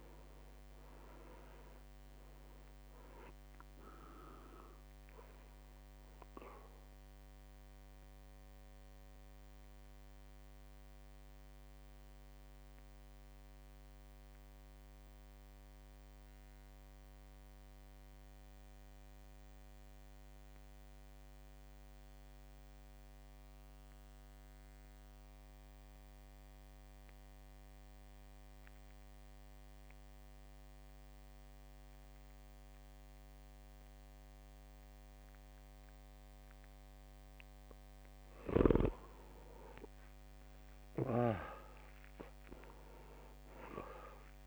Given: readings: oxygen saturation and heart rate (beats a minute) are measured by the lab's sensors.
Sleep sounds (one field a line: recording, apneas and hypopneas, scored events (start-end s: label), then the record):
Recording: breathing in sleep by a microphone on the trachea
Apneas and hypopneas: 1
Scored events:
0.00-25.50 s: drop in pulse transit time (device-marked, heart rate 53 extreme)
0.00-27.50 s: oxygen desaturation (device-marked, oxygen 83% lowest, heart rate 53 extreme)
6.50-37.00 s: mixed apnea (oxygen 100% before, 83% lowest, heart rate 56 before, 53 extreme, up 3 after)
40.50-44.47 s: arousal
41.50-44.47 s: oxygen desaturation (device-marked, oxygen 100% before, 87% lowest, heart rate 54 before, 53 extreme)
From the record:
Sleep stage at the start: N2 (light sleep)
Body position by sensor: on the back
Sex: male